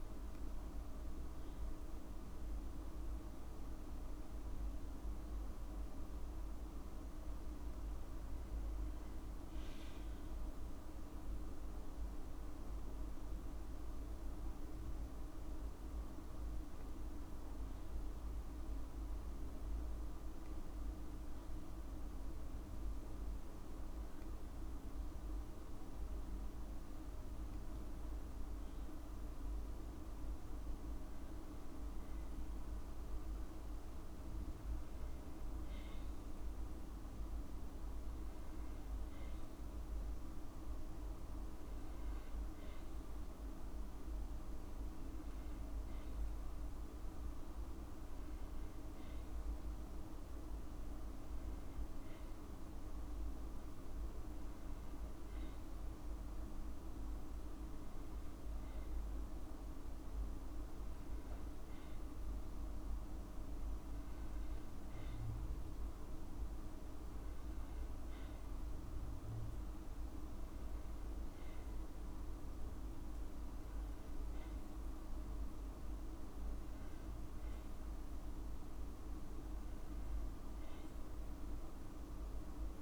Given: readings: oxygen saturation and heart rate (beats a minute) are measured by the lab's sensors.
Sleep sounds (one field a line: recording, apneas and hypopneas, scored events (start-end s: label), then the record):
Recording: breathing in sleep, hard to hear, by a room microphone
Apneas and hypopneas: none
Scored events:
0.50-22.50 s: oxygen desaturation (device-marked, oxygen 97% before, 92% lowest, heart rate 56 before, 53 extreme)
From the record:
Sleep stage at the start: N2 (light sleep)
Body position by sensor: on the back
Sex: female